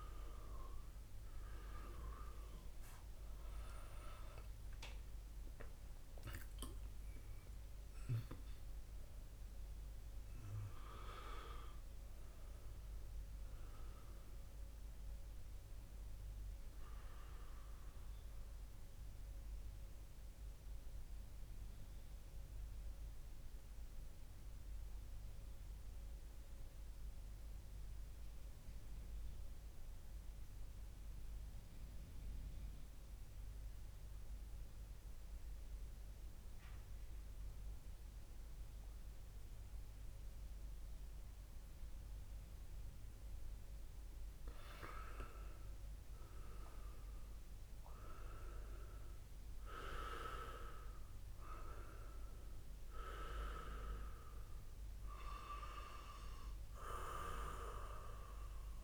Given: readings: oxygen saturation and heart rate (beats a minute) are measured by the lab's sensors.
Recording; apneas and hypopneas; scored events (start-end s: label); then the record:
breathing in sleep by a room microphone; 1
0.50-5.00 s: arousal
2.00-17.00 s: oxygen desaturation (device-marked, oxygen 99% before, 95% lowest, heart rate 64 before, 56 extreme)
18.00-44.00 s: mixed apnea (oxygen 99% before, 95% lowest, heart rate 63 before, 56 extreme, up 3 after)
46.50-50.50 s: arousal
From the record:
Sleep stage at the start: N2 (light sleep); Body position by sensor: on the back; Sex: male